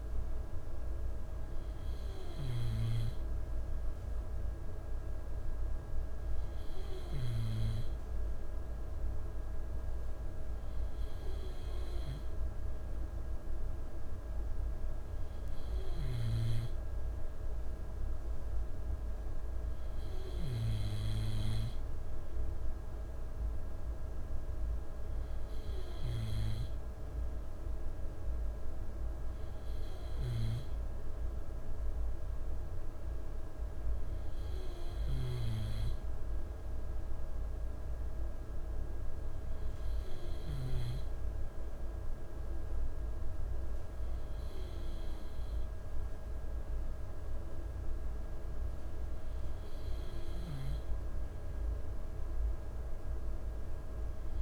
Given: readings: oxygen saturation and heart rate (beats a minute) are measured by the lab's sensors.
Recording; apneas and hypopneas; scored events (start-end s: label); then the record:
breathing in sleep, hard to hear, by a room microphone; none
0.00-7.50 s: snoring (device-marked)
From the record:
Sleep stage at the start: N2 (light sleep); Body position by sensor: on the left side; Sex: male